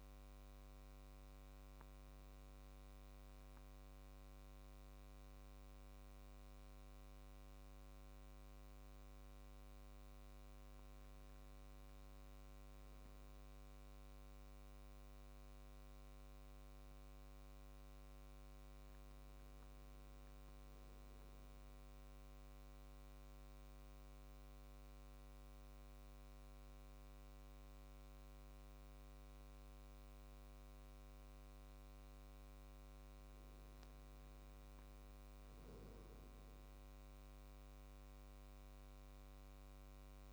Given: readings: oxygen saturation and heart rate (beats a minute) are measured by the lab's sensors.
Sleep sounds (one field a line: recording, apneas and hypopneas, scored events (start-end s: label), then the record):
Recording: breathing in sleep, hard to hear, by a microphone on the trachea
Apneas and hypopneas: 2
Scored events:
1.00-11.50 s: central apnea (oxygen 99% before, 92% lowest, heart rate 72 before, 66 extreme, up 3 after)
8.00-32.00 s: oxygen desaturation (device-marked, oxygen 99% before, 92% lowest, heart rate 70 before, 66 extreme)
14.00-16.50 s: arousal
22.00-33.50 s: central apnea (oxygen 99% before, 86% lowest, heart rate 68 before, 66 extreme, up 1 after)
36.00-39.00 s: arousal
From the record:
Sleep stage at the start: N2 (light sleep)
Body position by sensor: on the back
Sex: male